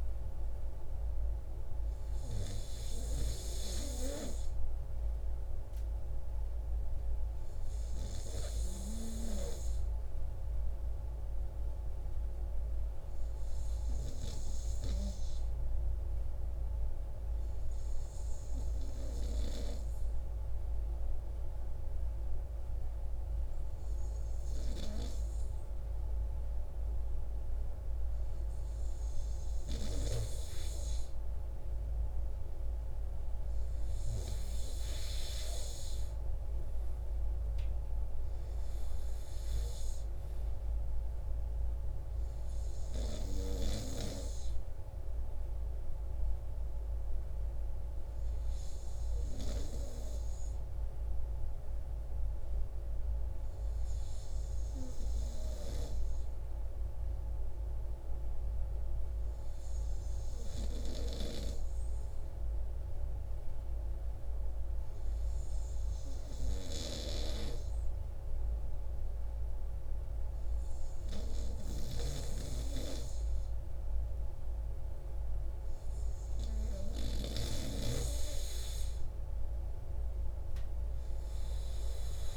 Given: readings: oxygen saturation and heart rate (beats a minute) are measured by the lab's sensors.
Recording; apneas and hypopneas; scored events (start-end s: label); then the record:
breathing in sleep by a room microphone; 2
0.00-1.00 s: arousal
11.00-31.00 s: obstructive apnea (oxygen 97% before, 94% lowest)
35.00-39.50 s: arousal
46.50-76.00 s: obstructive apnea (oxygen 97% before, 94% lowest)
78.50-82.37 s: arousal
From the record:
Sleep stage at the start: N2 (light sleep); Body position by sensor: on the right side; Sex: male